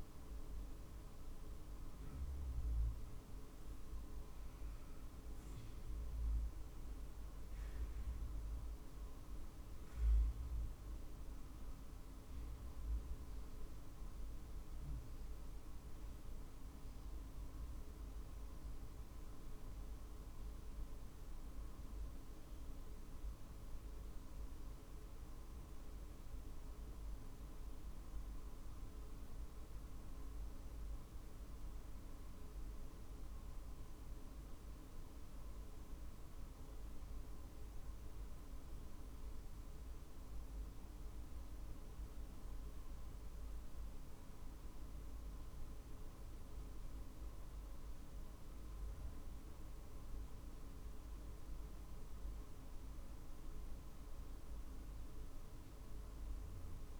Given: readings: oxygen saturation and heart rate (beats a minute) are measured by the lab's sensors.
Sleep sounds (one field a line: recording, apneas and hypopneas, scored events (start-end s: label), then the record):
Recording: breathing in sleep, hard to hear, by a room microphone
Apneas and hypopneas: none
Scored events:
18.00-57.00 s: new sleep stage, N2 (light sleep)
From the record:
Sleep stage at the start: N1 (lightest sleep)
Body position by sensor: on the back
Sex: male